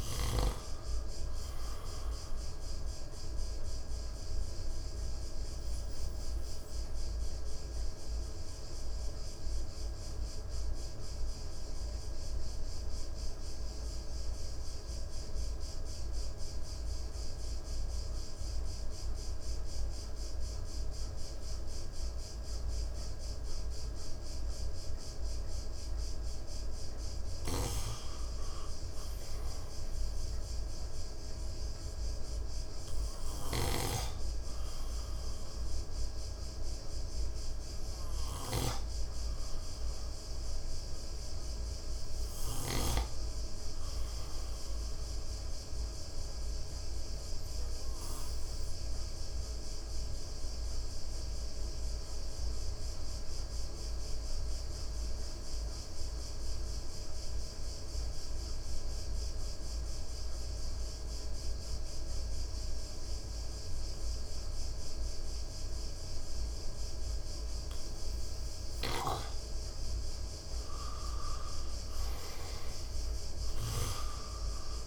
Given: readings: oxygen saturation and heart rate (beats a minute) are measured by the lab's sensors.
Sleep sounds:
breathing in sleep, hard to hear, by a room microphone; 2
0.00-16.50 s: oxygen desaturation (device-marked, oxygen 88% lowest, heart rate 46 extreme)
5.00-29.00 s: central apnea (oxygen 96% before, 88% lowest, heart rate 61 before, 46 extreme, up 6 after)
31.00-36.00 s: arousal
45.50-68.50 s: obstructive apnea (oxygen 99% before, 89% lowest, heart rate 60 before, 57 extreme, up 7 after)
69.50-74.87 s: oxygen desaturation (device-marked, oxygen 96% before, 91% lowest, heart rate 59 before, 57 extreme)
70.50-74.87 s: arousal
From the record:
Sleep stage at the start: N2 (light sleep); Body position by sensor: on the right side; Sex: male

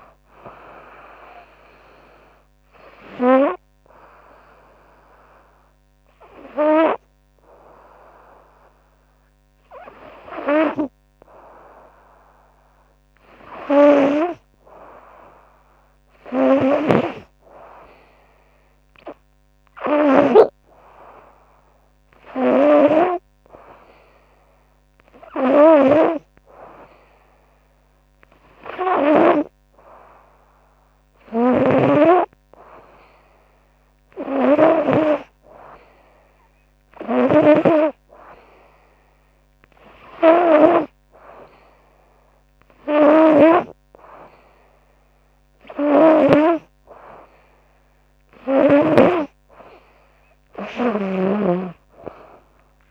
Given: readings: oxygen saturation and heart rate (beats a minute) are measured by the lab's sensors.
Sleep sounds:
breathing in sleep by a microphone on the trachea; 1
0.00-19.50 s: oxygen desaturation (device-marked, oxygen 95% lowest, heart rate 69 extreme)
3.50-13.50 s: hypopnea (oxygen 99% before, 94% lowest, heart rate 83 before, 70 extreme, up 9 after)
19.00-22.50 s: arousal
31.00-34.50 s: snoring (device-marked)
From the record:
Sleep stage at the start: N2 (light sleep); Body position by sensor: on the right side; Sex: female

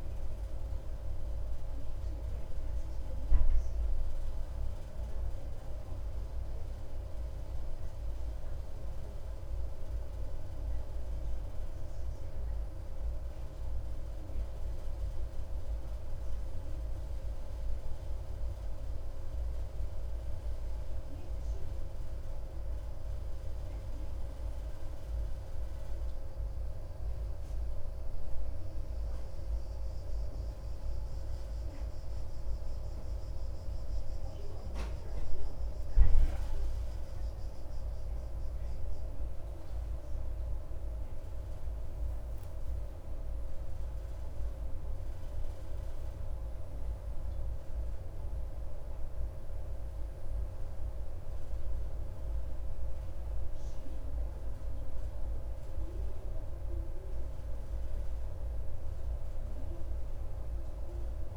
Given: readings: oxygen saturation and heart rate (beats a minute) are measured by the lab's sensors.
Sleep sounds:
breathing in sleep, hard to hear, by a room microphone; none
0.00-3.00 s: oxygen desaturation (device-marked, oxygen 94% lowest)
From the record:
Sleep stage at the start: N2 (light sleep); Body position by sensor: on the right side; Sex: male

